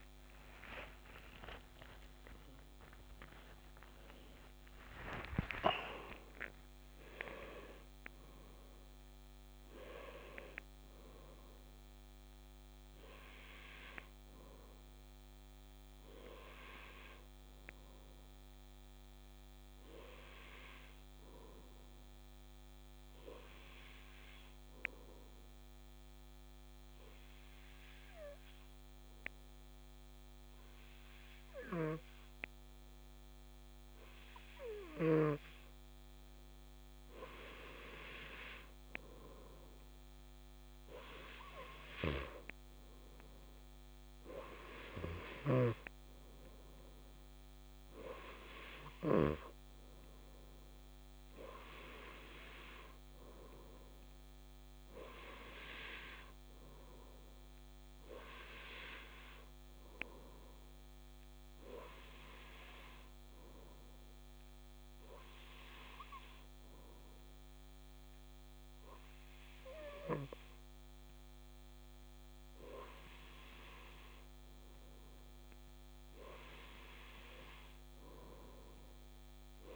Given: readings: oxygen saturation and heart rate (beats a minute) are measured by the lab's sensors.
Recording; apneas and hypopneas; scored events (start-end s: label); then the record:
breathing in sleep by a microphone on the trachea; none
0.00-6.00 s: arousal
From the record:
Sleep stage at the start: N2 (light sleep); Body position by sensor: on the right side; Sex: male